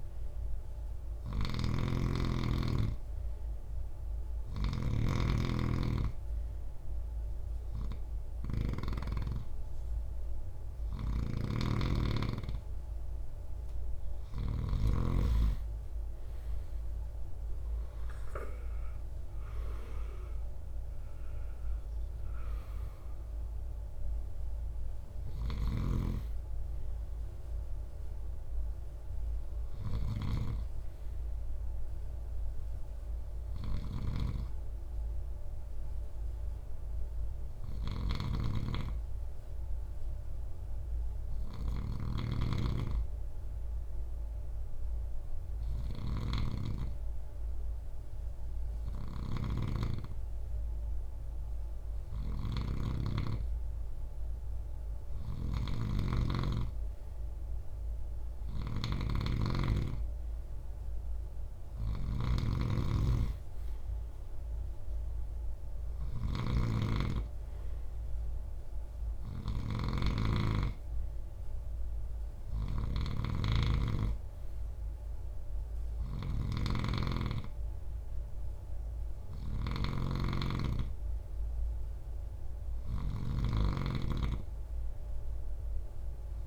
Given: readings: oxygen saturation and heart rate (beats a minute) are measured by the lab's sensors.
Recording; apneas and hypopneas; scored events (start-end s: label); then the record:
breathing in sleep by a room microphone; 1
0.00-8.00 s: snoring (device-marked)
10.00-14.00 s: snoring (device-marked)
24.50-41.50 s: snoring (device-marked)
40.50-52.00 s: hypopnea (oxygen 98% before, 94% lowest, heart rate 70 before, 64 extreme, up 5 after)
48.00-86.47 s: snoring (device-marked)
55.00-60.00 s: arousal
From the record:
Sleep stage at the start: N3 (deep sleep); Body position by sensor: on the right side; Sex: male